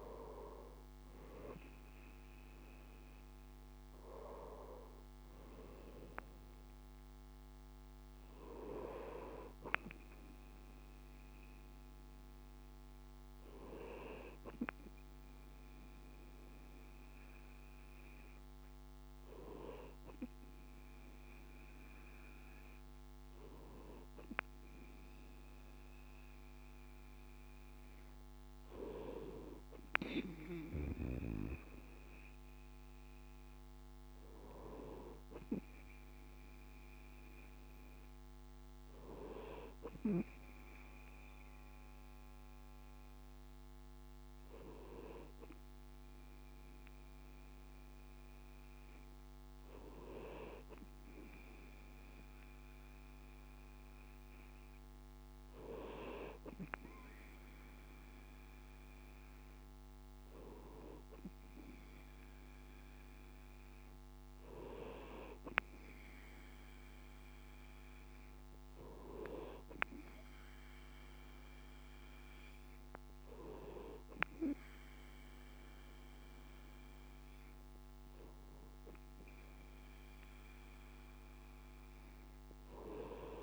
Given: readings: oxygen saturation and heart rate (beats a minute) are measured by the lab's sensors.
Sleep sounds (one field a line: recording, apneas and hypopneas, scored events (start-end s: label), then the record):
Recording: breathing in sleep by a microphone on the trachea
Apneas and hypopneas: none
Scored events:
none scored
From the record:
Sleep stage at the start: N2 (light sleep)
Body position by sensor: on the right side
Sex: male